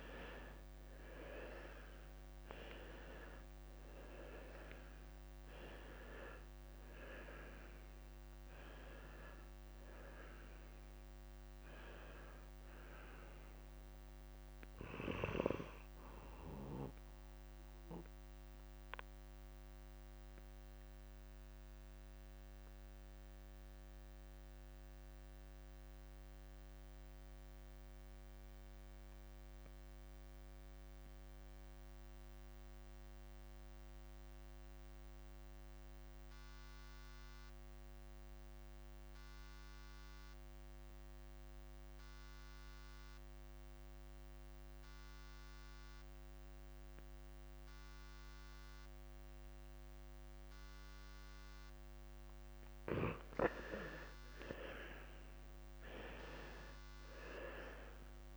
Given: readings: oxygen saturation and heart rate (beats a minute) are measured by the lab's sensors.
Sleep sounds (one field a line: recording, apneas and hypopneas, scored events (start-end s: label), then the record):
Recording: breathing in sleep by a microphone on the trachea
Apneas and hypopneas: 1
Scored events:
0.00-2.00 s: arousal
0.00-2.00 s: long interval between heartbeats (device-marked, heart rate 46 before, 66 extreme)
0.00-36.50 s: oxygen desaturation (device-marked, oxygen 84% lowest)
3.00-5.00 s: long interval between heartbeats (device-marked, heart rate 52 before, 79 extreme)
11.00-13.00 s: long interval between heartbeats (device-marked, heart rate 52 before, 48 extreme)
14.50-16.50 s: long interval between heartbeats (device-marked, heart rate 55 before, 96 extreme)
16.50-18.50 s: long interval between heartbeats (device-marked, heart rate 61 before, 89 extreme)
17.50-53.00 s: mixed apnea (oxygen 94% before, 84% lowest)
46.50-58.37 s: oxygen desaturation (device-marked, oxygen 98% before, 87% lowest, heart rate 52 before, 29 extreme)
53.50-55.50 s: long interval between heartbeats (device-marked, heart rate 54 before, 61 extreme)
55.50-58.37 s: arousal
From the record:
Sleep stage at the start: N2 (light sleep)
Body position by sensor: on the left side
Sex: male